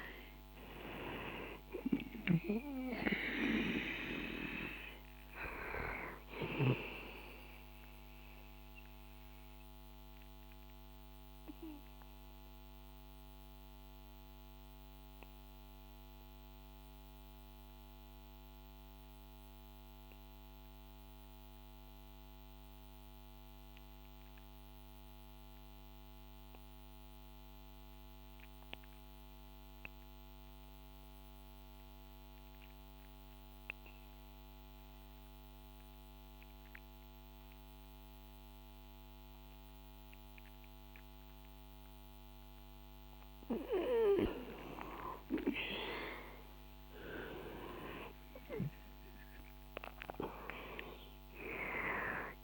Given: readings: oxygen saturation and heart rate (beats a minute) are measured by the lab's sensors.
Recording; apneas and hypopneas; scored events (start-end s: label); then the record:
breathing in sleep by a microphone on the trachea; 1
8.50-43.00 s: mixed apnea (oxygen 98% before, 88% lowest, heart rate 65 before, 58 extreme, up 9 after)
15.50-22.50 s: oxygen desaturation (device-marked, oxygen 93% before, 90% lowest, heart rate 65 before, 60 extreme)
41.50-52.44 s: oxygen desaturation (device-marked, oxygen 97% before, 88% lowest, heart rate 63 before, 58 extreme)
44.50-49.00 s: arousal
From the record:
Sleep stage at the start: N2 (light sleep); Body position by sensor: on the back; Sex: male